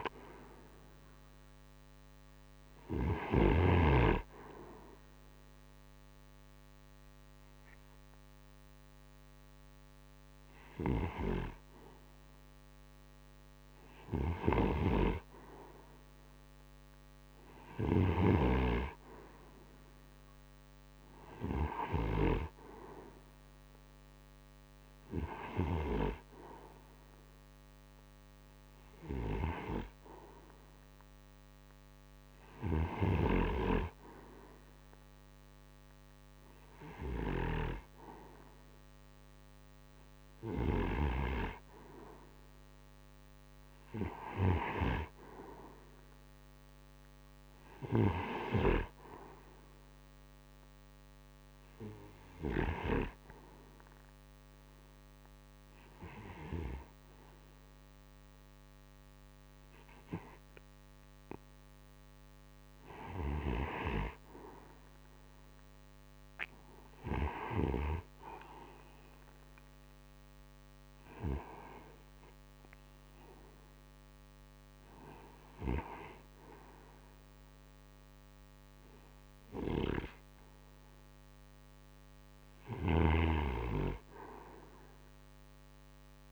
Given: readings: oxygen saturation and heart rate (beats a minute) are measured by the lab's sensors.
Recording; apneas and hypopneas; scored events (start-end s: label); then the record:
breathing in sleep by a microphone on the trachea; 2
0.00-3.00 s: snoring (device-marked)
3.50-14.00 s: hypopnea (oxygen 89% before, 87% lowest, heart rate 62 before, 37 extreme, up 0 after)
13.50-17.50 s: snoring (device-marked)
16.00-20.50 s: arousal
28.00-38.00 s: oxygen desaturation (device-marked, oxygen 93% before, 88% lowest, heart rate 55 before, 34 extreme)
51.50-62.50 s: obstructive apnea (oxygen 93% before, 86% lowest, heart rate 50 before, 34 extreme, up 34 after)
65.00-68.50 s: arousal
81.50-86.32 s: snoring (device-marked)
From the record:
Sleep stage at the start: REM sleep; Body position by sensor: on the right side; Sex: male